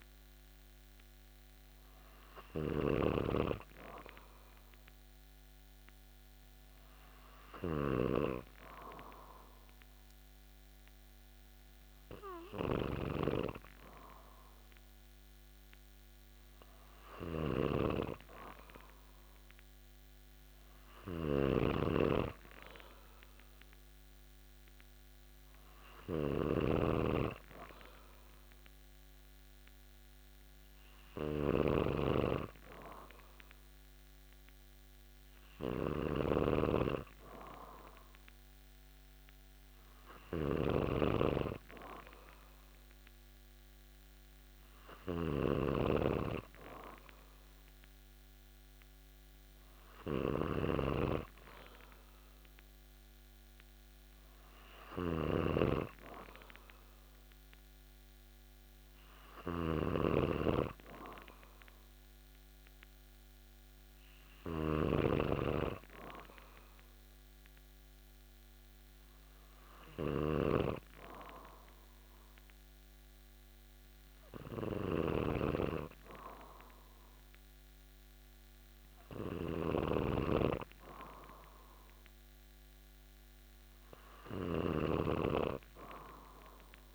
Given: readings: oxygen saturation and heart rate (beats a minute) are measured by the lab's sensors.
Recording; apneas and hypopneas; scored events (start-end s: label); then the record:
breathing in sleep by a microphone on the trachea; none
0.00-86.95 s: snoring (device-marked)
From the record:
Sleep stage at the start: N2 (light sleep); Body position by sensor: on the back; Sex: male